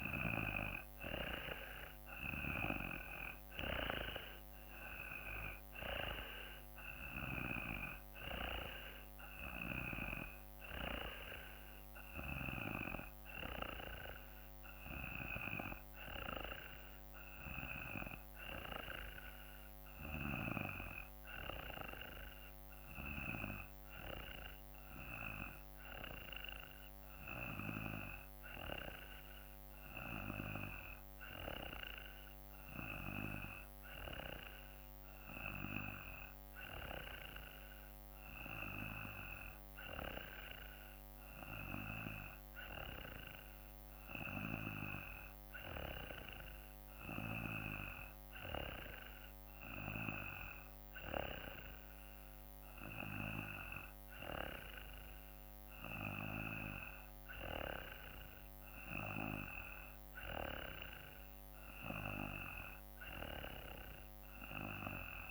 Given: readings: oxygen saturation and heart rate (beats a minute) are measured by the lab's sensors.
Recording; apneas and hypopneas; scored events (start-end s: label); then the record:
breathing in sleep by a microphone on the trachea; none
0.00-16.50 s: oxygen desaturation (device-marked, oxygen 91% lowest, heart rate 54 extreme)
From the record:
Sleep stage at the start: N2 (light sleep); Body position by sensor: on the back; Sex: male